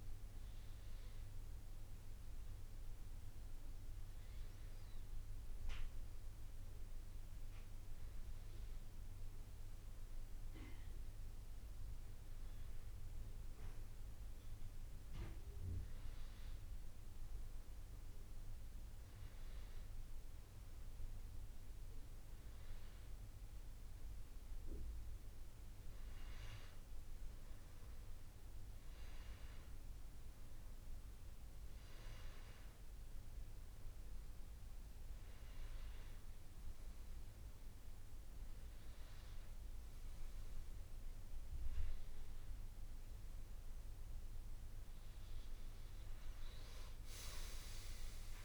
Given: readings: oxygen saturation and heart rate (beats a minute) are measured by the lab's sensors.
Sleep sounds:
breathing in sleep, hard to hear, by a room microphone; none
none scored
From the record:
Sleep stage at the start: N2 (light sleep); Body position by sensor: on the back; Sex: male

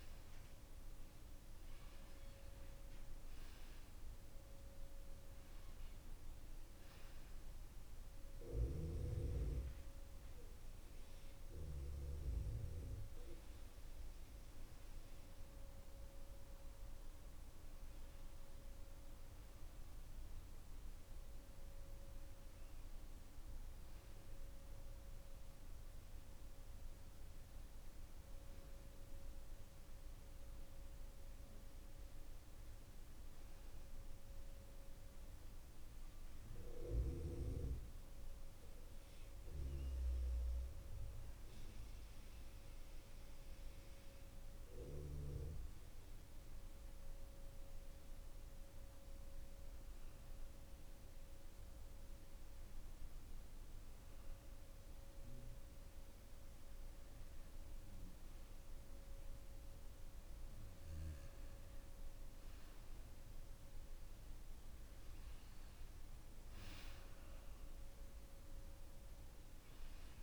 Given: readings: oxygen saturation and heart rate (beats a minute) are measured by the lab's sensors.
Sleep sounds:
breathing in sleep by a room microphone; none
none scored
From the record:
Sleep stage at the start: N2 (light sleep); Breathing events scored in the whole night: 217 in 6.2 hours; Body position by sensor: on the back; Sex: male

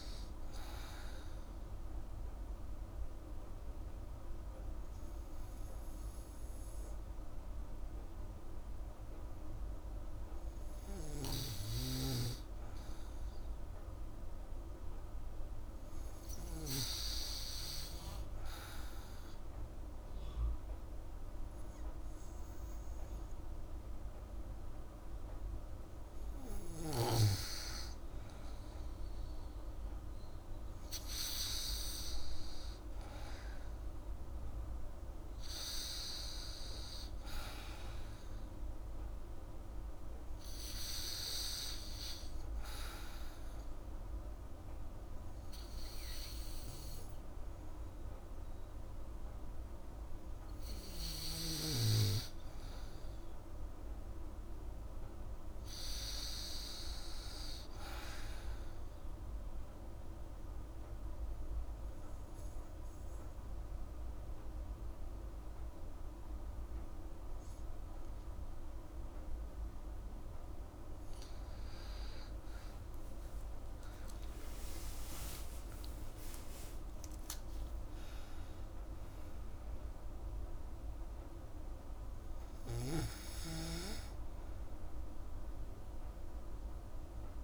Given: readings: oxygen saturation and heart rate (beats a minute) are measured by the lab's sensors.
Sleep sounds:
breathing in sleep by a room microphone; 2
2.00-12.50 s: obstructive apnea (oxygen 98% before, 93% lowest, heart rate 93 before, 46 extreme, up 39 after)
9.00-19.00 s: oxygen desaturation (device-marked, oxygen 97% before, 93% lowest, heart rate 130 before, 44 extreme)
23.00-27.00 s: arousal
36.00-60.00 s: oxygen desaturation (device-marked, oxygen 98% before, 93% lowest)
60.00-70.50 s: obstructive apnea (oxygen 97% before, 94% lowest, heart rate 39 before, 58 extreme)
74.00-78.50 s: arousal
From the record:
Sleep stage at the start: N2 (light sleep); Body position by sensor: on the back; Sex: female

